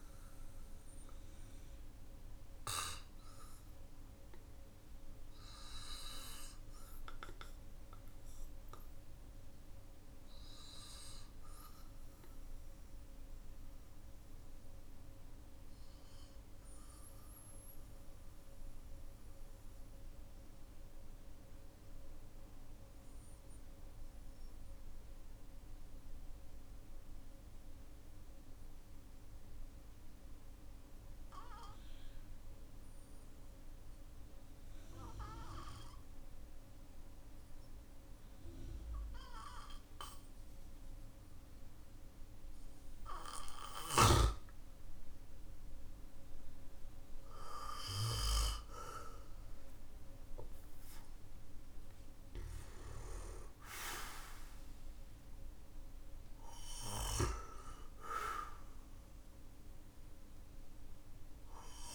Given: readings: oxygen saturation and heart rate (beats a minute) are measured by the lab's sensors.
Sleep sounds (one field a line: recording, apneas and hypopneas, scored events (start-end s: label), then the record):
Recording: breathing in sleep by a room microphone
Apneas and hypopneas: 1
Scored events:
0.00-24.50 s: oxygen desaturation (device-marked, oxygen 92% lowest, heart rate 45 extreme)
12.50-51.00 s: mixed apnea (oxygen 96% before, 92% lowest, heart rate 49 before, 44 extreme, up 10 after)
40.50-61.95 s: oxygen desaturation (device-marked, oxygen 99% before, 92% lowest, heart rate 54 before, 44 extreme)
51.50-55.00 s: arousal
From the record:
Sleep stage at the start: N2 (light sleep)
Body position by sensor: on the back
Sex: male